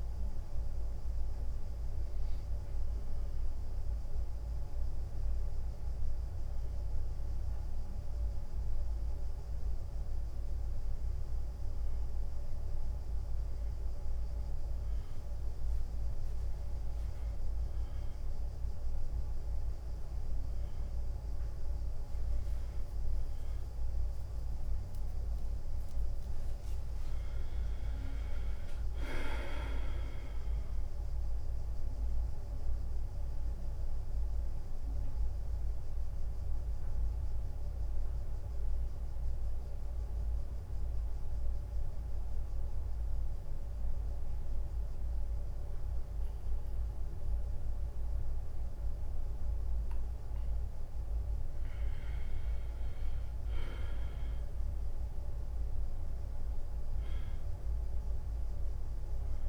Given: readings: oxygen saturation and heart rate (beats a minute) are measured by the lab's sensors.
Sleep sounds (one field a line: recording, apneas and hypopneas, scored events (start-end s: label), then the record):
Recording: breathing in sleep, hard to hear, by a room microphone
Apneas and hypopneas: 1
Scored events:
27.00-30.50 s: arousal
27.00-59.49 s: new sleep stage, N2 (light sleep)
33.00-51.00 s: central apnea (oxygen 95% before, 90% lowest, heart rate 92 before, 83 extreme, up 0 after)
55.00-58.50 s: arousal
From the record:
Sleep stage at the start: N1 (lightest sleep)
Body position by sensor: on the back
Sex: male